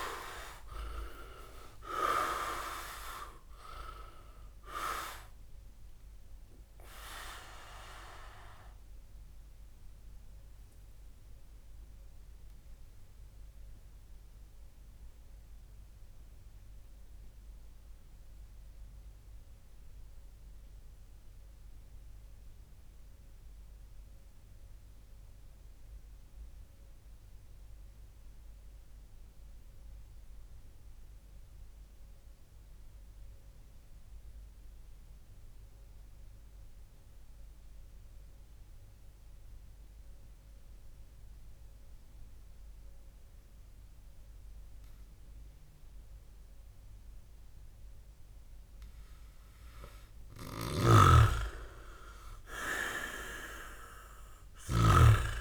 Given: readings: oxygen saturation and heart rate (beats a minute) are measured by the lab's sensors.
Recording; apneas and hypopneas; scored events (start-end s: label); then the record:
breathing in sleep by a room microphone; 1
0.00-1.00 s: arousal
8.00-47.50 s: mixed apnea (oxygen 99% before, 95% lowest, heart rate 64 before, 26 extreme, up 30 after)
50.00-55.41 s: snoring (device-marked)
51.00-54.50 s: arousal
From the record:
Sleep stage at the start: N2 (light sleep); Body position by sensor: on the back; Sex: male